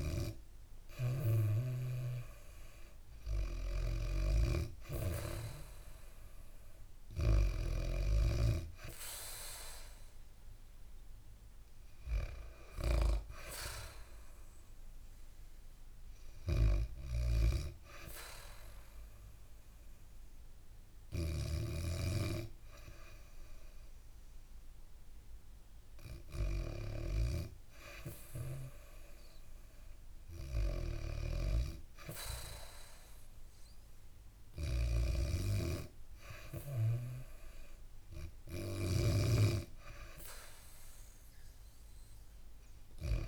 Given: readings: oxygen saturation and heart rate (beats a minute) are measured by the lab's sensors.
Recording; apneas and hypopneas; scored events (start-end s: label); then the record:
breathing in sleep by a room microphone; none
0.00-1.00 s: snoring (device-marked)
0.00-9.50 s: oxygen desaturation (device-marked, oxygen 89% lowest, heart rate 69 extreme)
16.50-21.00 s: snoring (device-marked)
34.00-38.50 s: snoring (device-marked)
39.00-43.00 s: arousal
From the record:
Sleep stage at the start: REM sleep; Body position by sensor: on the back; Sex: female